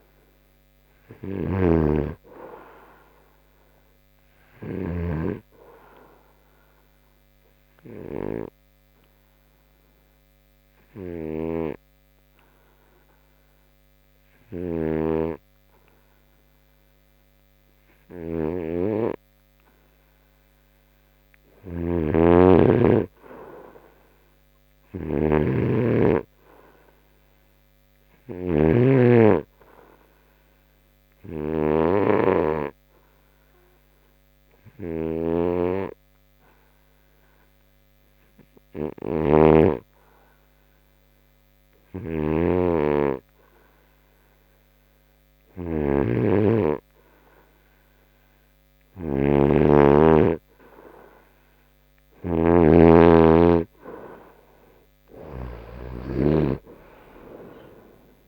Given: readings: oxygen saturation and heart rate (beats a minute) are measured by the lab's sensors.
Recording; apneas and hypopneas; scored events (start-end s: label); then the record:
breathing in sleep by a microphone on the trachea; 2
7.50-21.00 s: obstructive apnea (oxygen 95% before, 88% lowest, heart rate 77 before, 68 extreme, up 5 after)
10.00-29.00 s: oxygen desaturation (device-marked, oxygen 93% before, 88% lowest, heart rate 79 before, 66 extreme)
22.50-26.50 s: arousal
22.50-29.00 s: snoring (device-marked)
31.00-43.50 s: hypopnea (oxygen 97% before, 91% lowest, heart rate 72 before, 66 extreme, up 1 after)
43.00-58.00 s: oxygen desaturation (device-marked, oxygen 96% before, 91% lowest, heart rate 71 before, 66 extreme)
47.50-51.00 s: arousal
49.50-53.00 s: snoring (device-marked)
From the record:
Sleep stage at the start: N2 (light sleep); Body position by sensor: on the right side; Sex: male